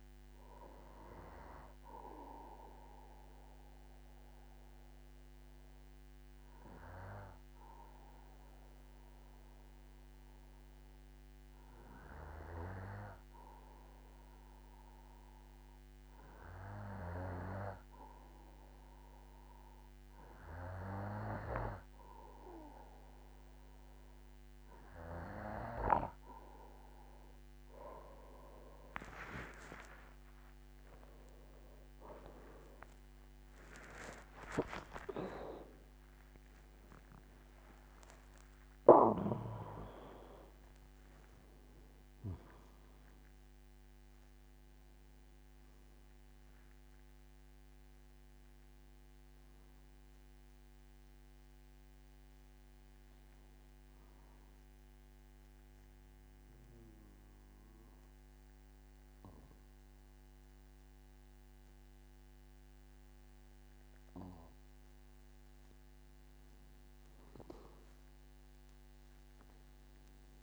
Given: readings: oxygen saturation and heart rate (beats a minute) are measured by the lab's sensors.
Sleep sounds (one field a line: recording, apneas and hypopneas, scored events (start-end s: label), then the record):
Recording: breathing in sleep by a microphone on the trachea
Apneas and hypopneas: 2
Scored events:
4.00-21.00 s: obstructive apnea (oxygen 97% before, 90% lowest, heart rate 54 before, 50 extreme, up 6 after)
26.00-49.00 s: oxygen desaturation (device-marked, oxygen 97% before, 90% lowest, heart rate 52 before, 48 extreme)
29.50-35.00 s: arousal
30.00-32.00 s: long interval between heartbeats (device-marked, heart rate 54 before, 69 extreme)
34.00-36.00 s: long interval between heartbeats (device-marked, heart rate 58 before, 85 extreme)
35.00-40.00 s: tachycardia (device-marked, heart rate 57 before, 125 extreme)
36.50-38.50 s: long interval between heartbeats (device-marked, heart rate 62 before, 98 extreme)
39.50-41.50 s: long interval between heartbeats (device-marked, heart rate 70 before, 125 extreme)
55.00-65.00 s: obstructive apnea (oxygen 95% before, 92% lowest, heart rate 90 before, 47 extreme, up 18 after)
From the record:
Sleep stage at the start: N2 (light sleep)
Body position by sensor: on the back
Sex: male